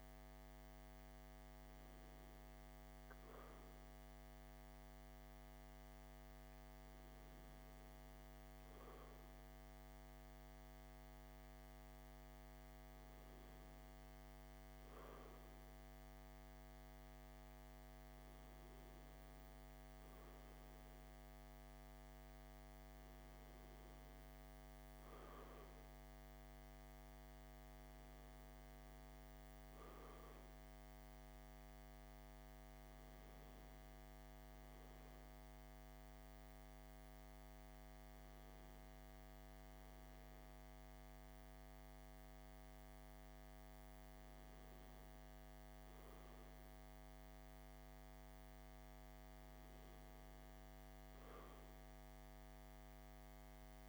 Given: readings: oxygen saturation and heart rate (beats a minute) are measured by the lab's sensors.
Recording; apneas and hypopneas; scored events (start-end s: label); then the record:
breathing in sleep, hard to hear, by a microphone on the trachea; none
none scored
From the record:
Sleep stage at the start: N2 (light sleep); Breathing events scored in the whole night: 78 in 6.0 hours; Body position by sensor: on the left side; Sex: male